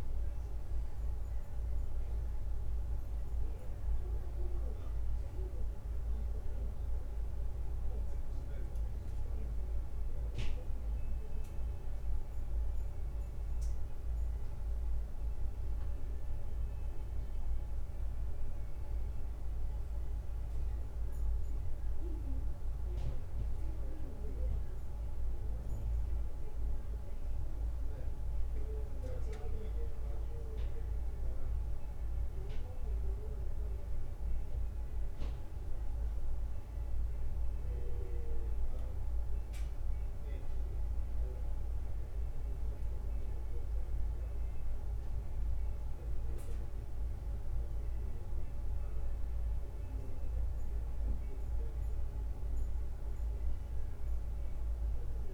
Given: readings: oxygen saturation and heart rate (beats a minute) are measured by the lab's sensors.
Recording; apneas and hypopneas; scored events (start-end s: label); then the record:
a person partly awake in a sleep study, hard to hear, by a room microphone; none
6.50-55.34 s: new sleep stage, N1 (lightest sleep)
From the record:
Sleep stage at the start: awake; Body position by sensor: on the back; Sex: male